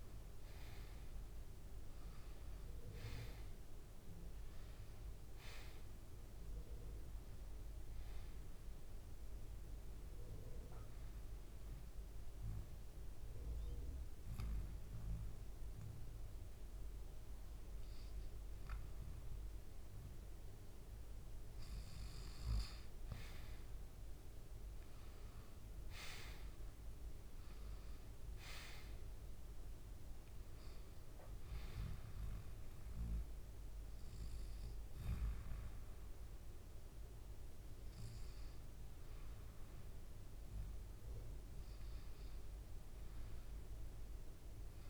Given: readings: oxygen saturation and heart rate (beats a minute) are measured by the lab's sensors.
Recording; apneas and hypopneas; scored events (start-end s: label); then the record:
breathing in sleep, hard to hear, by a room microphone; 1
10.50-21.50 s: obstructive apnea (oxygen 94% before, 90% lowest, heart rate 73 before, 71 extreme, up 3 after)
24.00-28.00 s: arousal
33.00-44.89 s: oxygen desaturation (device-marked, oxygen 96% before, 90% lowest, heart rate 73 before, 69 extreme)
From the record:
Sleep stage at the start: N2 (light sleep); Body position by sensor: on the back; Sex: male